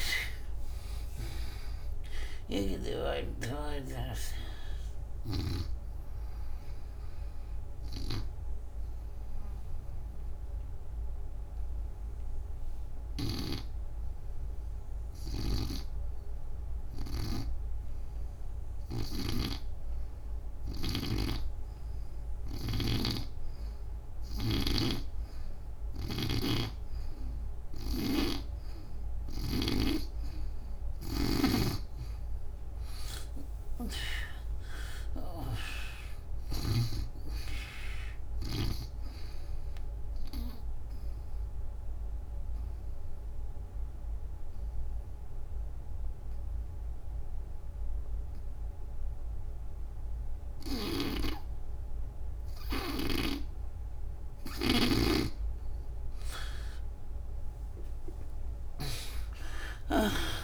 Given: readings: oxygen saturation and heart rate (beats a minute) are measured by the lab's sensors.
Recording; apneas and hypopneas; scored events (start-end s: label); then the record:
breathing in sleep by a room microphone; 2
0.00-3.00 s: snoring (device-marked)
2.50-22.50 s: oxygen desaturation (device-marked, oxygen 94% before, 76% lowest, heart rate 79 before, 71 extreme)
5.00-29.00 s: obstructive apnea (oxygen 98% before, 76% lowest, heart rate 83 before, 69 extreme, up 22 after)
13.00-29.50 s: snoring (device-marked)
28.50-48.50 s: oxygen desaturation (device-marked, oxygen 97% before, 84% lowest, heart rate 80 before, 69 extreme)
29.50-33.50 s: arousal
40.00-54.00 s: obstructive apnea (oxygen 97% before, 77% lowest, heart rate 80 before, 69 extreme)
50.50-55.00 s: snoring (device-marked)
54.50-60.44 s: oxygen desaturation (device-marked, oxygen 95% before, 78% lowest, heart rate 98 before, 69 extreme)
56.50-60.00 s: arousal
From the record:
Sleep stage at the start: N2 (light sleep); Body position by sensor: on the back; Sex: female